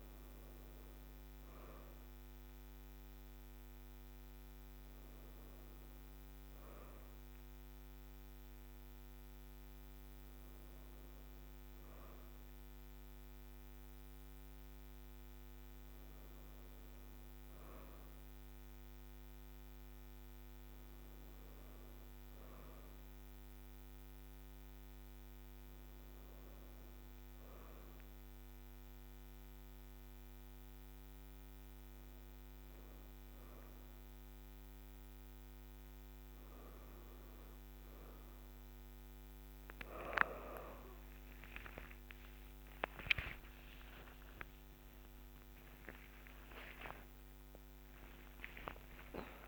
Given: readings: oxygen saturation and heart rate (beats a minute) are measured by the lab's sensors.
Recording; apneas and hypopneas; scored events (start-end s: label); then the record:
a person partly awake in a sleep study, by a microphone on the trachea; none
33.50-49.48 s: new sleep stage, awake
From the record:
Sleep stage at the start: N2 (light sleep); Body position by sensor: on the right side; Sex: female